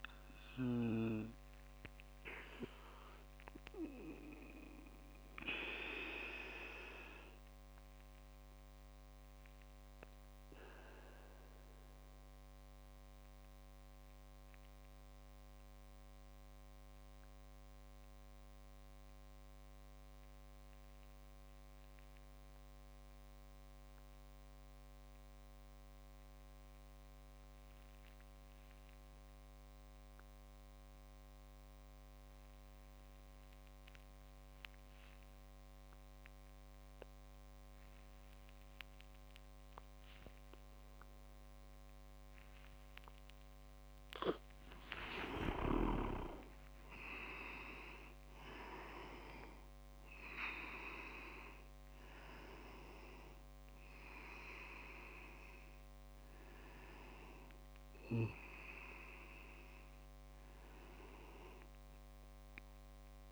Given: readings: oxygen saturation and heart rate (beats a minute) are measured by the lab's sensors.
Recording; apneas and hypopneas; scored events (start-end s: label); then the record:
breathing in sleep by a microphone on the trachea; 1
0.00-7.50 s: oxygen desaturation (device-marked, oxygen 93% lowest)
1.50-43.00 s: obstructive apnea (oxygen 98% before, 93% lowest)
45.00-47.50 s: leg movement (device-marked)
45.50-50.00 s: arousal
From the record:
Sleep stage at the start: N2 (light sleep); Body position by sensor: on the back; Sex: male